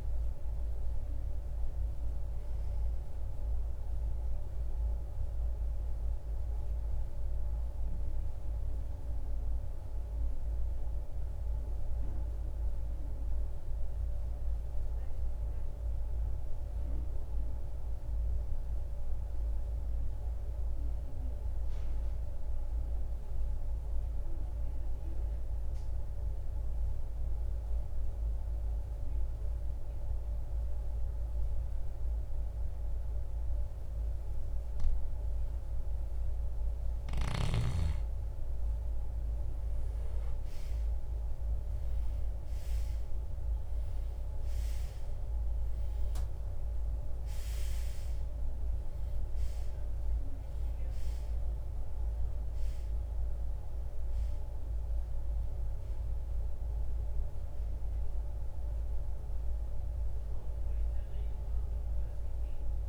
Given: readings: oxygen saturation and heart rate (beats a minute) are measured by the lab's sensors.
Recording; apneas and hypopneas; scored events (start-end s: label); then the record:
breathing in sleep, hard to hear, by a room microphone; 1
3.50-37.00 s: mixed apnea (oxygen 96% before, 82% lowest, heart rate 83 before, 46 extreme, up 1 after)
4.50-21.50 s: oxygen desaturation (device-marked, oxygen 94% before, 82% lowest, heart rate 82 before, 46 extreme)
38.50-43.00 s: arousal
From the record:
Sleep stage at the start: REM sleep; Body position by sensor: on the right side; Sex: male